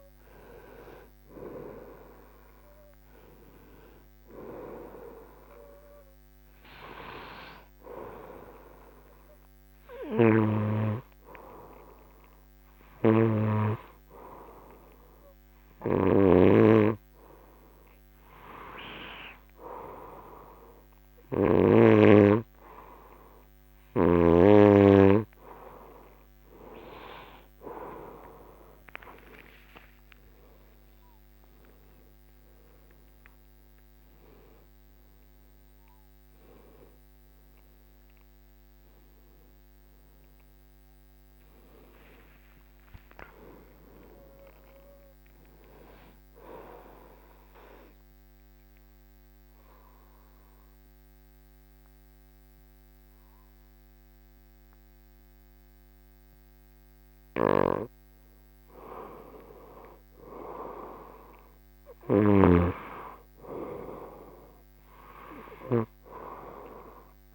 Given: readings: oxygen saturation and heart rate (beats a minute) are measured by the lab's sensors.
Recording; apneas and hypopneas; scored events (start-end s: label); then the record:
breathing in sleep by a microphone on the trachea; 1
0.00-13.00 s: oxygen desaturation (device-marked, oxygen 87% lowest, heart rate 67 extreme)
9.50-21.50 s: snoring (device-marked)
30.00-36.00 s: arousal
47.00-58.00 s: obstructive apnea (oxygen 97% before, 91% lowest, heart rate 82 before, 62 extreme, up 10 after)
57.00-65.50 s: snoring (device-marked)
59.00-64.00 s: arousal
64.00-67.35 s: oxygen desaturation (device-marked, oxygen 97% before, 92% lowest, heart rate 72 before, 67 extreme)
From the record:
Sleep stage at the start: N2 (light sleep); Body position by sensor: on the back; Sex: female